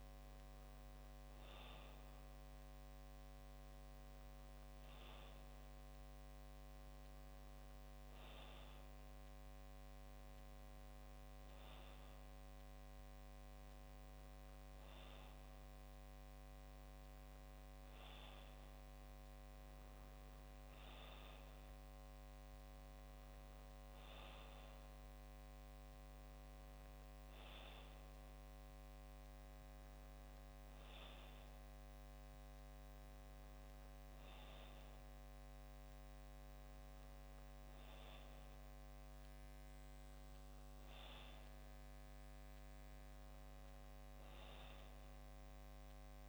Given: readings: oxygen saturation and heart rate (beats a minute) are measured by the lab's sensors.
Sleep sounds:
breathing in sleep, hard to hear, by a microphone on the trachea; none
none scored
From the record:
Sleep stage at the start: N2 (light sleep); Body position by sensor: on the back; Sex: male

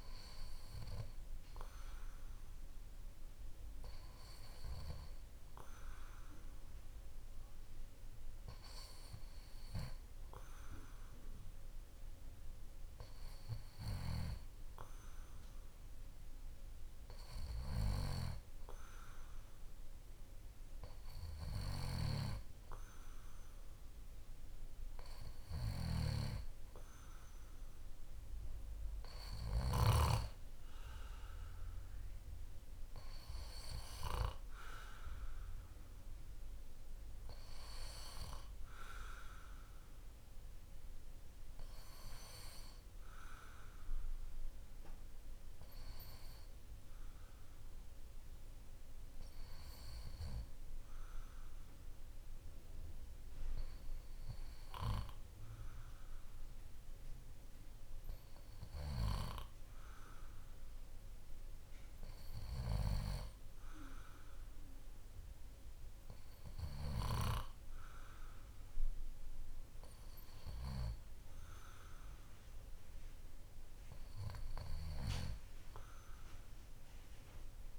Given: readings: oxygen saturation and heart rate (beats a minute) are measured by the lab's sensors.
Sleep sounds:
breathing in sleep by a room microphone; none
none scored
From the record:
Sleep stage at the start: N2 (light sleep); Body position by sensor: on the back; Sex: male

